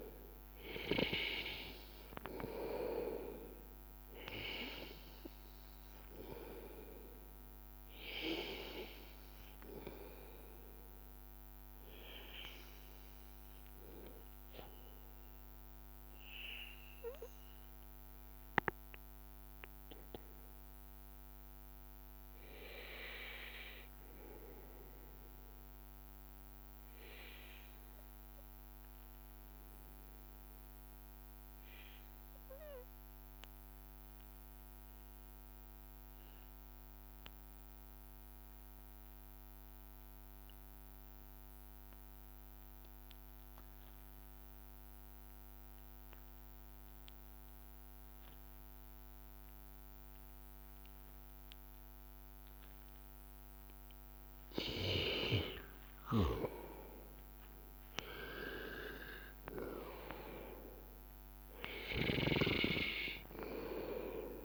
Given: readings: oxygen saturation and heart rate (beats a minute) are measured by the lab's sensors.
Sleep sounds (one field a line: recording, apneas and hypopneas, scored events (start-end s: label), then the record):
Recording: breathing in sleep by a microphone on the trachea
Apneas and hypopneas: 1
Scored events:
0.00-18.00 s: oxygen desaturation (device-marked, oxygen 91% lowest, heart rate 82 extreme)
19.00-50.00 s: obstructive apnea (oxygen 98% before, 92% lowest, heart rate 85 before, 81 extreme, up 2 after)
43.00-64.45 s: oxygen desaturation (device-marked, oxygen 97% before, 92% lowest, heart rate 82 before, 82 extreme)
52.00-55.00 s: arousal
From the record:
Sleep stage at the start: N2 (light sleep)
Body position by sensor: on the back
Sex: male